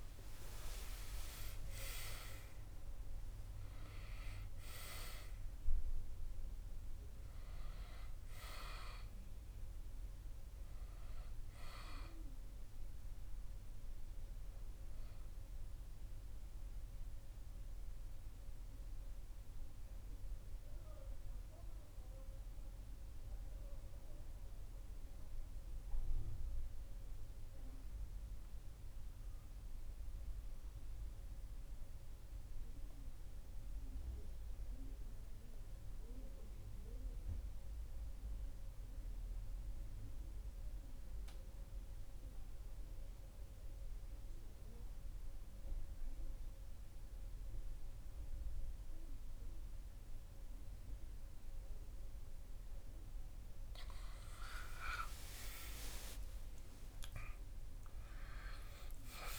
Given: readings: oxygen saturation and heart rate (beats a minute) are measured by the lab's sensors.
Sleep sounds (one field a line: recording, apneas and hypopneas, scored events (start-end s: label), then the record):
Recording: breathing in sleep by a room microphone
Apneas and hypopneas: 1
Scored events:
4.50-29.50 s: oxygen desaturation (device-marked, oxygen 96% before, 93% lowest, heart rate 45 before, 29 extreme)
19.00-52.00 s: obstructive apnea (oxygen 97% before, 89% lowest)
47.50-59.39 s: oxygen desaturation (device-marked, oxygen 98% before, 89% lowest)
54.00-58.00 s: arousal
From the record:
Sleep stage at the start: N2 (light sleep)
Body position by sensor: on the back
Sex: male